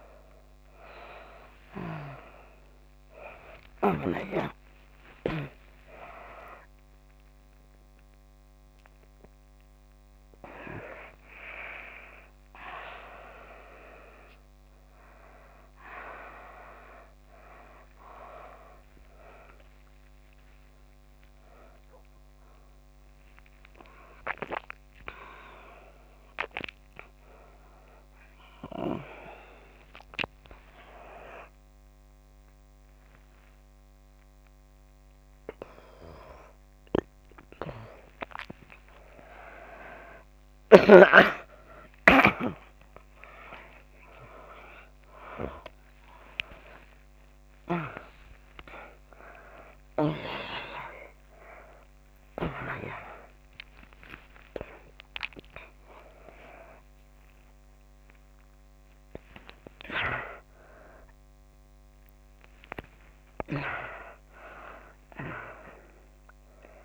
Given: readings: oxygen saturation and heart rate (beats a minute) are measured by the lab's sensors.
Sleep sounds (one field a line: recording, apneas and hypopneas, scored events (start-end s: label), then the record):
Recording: a person awake in a sleep study, by a microphone on the trachea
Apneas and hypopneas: none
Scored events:
0.00-25.00 s: oxygen desaturation (device-marked, oxygen 89% lowest)
54.00-66.84 s: new sleep stage, N1 (lightest sleep)
From the record:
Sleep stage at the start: awake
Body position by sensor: on the back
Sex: female